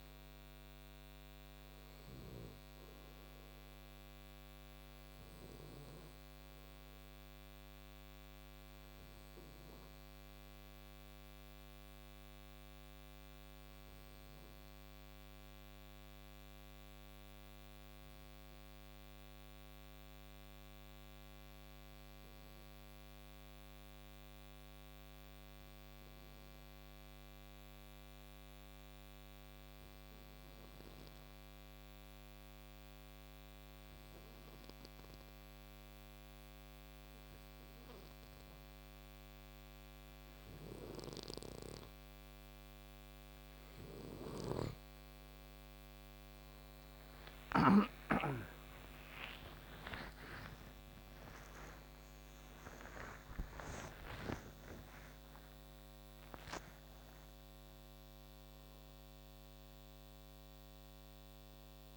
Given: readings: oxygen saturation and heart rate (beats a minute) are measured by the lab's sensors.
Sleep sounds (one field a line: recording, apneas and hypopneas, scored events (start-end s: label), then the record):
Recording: breathing in sleep by a microphone on the trachea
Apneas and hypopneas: 1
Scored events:
0.00-1.00 s: arousal
0.00-5.50 s: snoring (device-marked)
0.00-23.00 s: oxygen desaturation (device-marked, oxygen 92% lowest, heart rate 55 extreme)
8.50-41.50 s: obstructive apnea (oxygen 98% before, 87% lowest, heart rate 64 before, 55 extreme, up 14 after)
39.00-61.00 s: oxygen desaturation (device-marked, oxygen 97% before, 87% lowest, heart rate 60 before, 54 extreme)
40.00-47.00 s: snoring (device-marked)
48.00-56.00 s: arousal
From the record:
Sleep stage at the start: N2 (light sleep)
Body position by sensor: on the right side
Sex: male